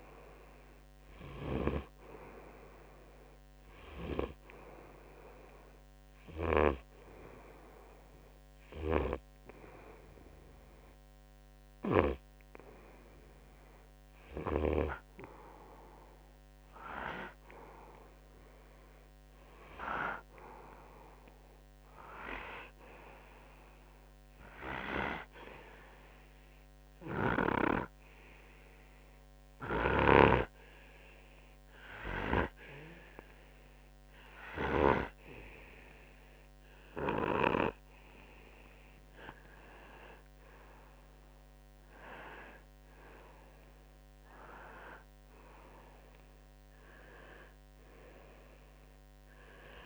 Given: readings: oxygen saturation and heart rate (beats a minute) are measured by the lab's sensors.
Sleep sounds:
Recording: breathing in sleep by a microphone on the trachea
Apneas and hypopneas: 2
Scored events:
6.00-16.50 s: hypopnea (oxygen 96% before, 93% lowest, heart rate 60 before, 50 extreme, up 8 after)
18.50-23.00 s: arousal
27.00-39.50 s: hypopnea (oxygen 96% before, 93% lowest, heart rate 57 before, 52 extreme, up 15 after)
40.50-44.00 s: arousal
From the record:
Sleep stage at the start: N2 (light sleep)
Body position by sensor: on the right side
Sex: male

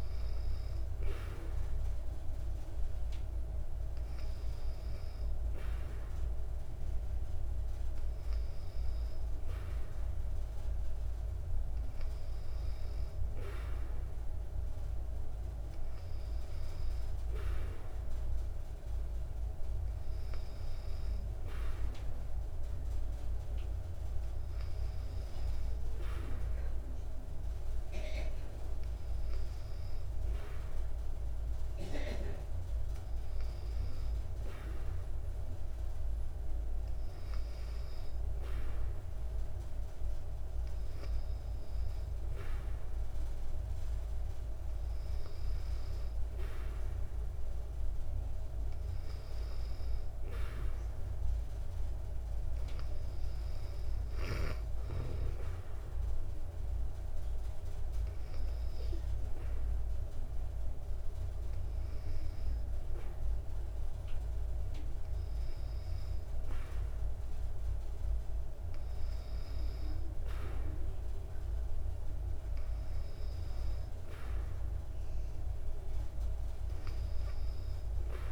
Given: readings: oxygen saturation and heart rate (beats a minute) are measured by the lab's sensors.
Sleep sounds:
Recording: breathing in sleep, hard to hear, by a room microphone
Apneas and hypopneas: none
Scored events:
none scored
From the record:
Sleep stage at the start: N2 (light sleep)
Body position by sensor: on the back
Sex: female

